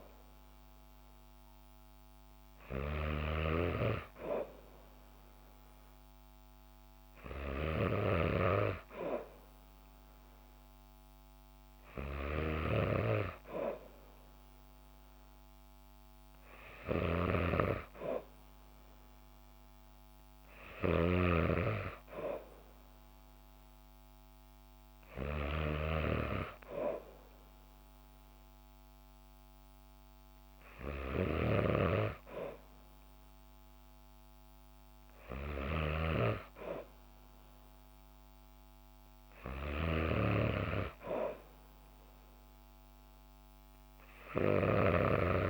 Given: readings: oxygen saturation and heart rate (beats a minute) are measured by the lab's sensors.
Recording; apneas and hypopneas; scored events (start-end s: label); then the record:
breathing in sleep by a microphone on the trachea; none
0.00-3.50 s: snoring (device-marked)
35.50-45.50 s: snoring (device-marked)
From the record:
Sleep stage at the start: N2 (light sleep); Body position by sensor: on the back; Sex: female